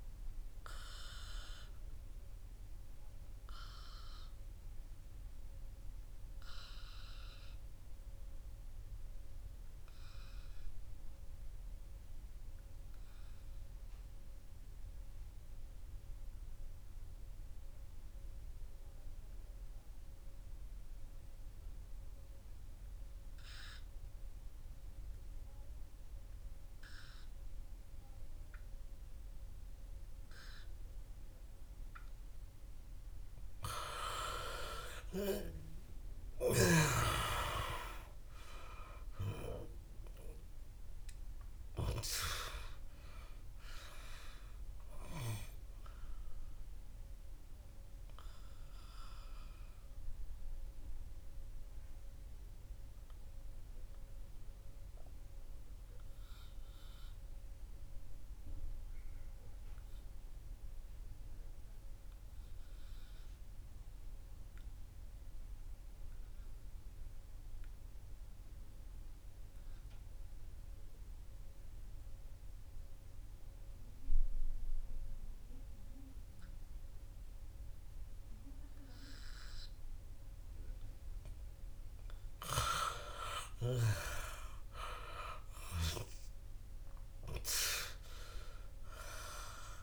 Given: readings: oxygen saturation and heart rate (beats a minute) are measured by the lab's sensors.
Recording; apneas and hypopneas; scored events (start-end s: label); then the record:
breathing in sleep by a room microphone; 2
0.00-24.50 s: oxygen desaturation (device-marked, oxygen 86% lowest, heart rate 49 extreme)
1.50-33.00 s: obstructive apnea (oxygen 100% before, 86% lowest, heart rate 62 before, 49 extreme, up 13 after)
38.50-42.50 s: arousal
47.50-68.50 s: oxygen desaturation (device-marked, oxygen 99% before, 87% lowest, heart rate 65 before, 51 extreme)
49.00-81.00 s: mixed apnea (oxygen 99% before, 85% lowest, heart rate 66 before, 51 extreme, up 9 after)
83.50-88.00 s: arousal
From the record:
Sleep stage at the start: N2 (light sleep); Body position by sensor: on the right side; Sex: male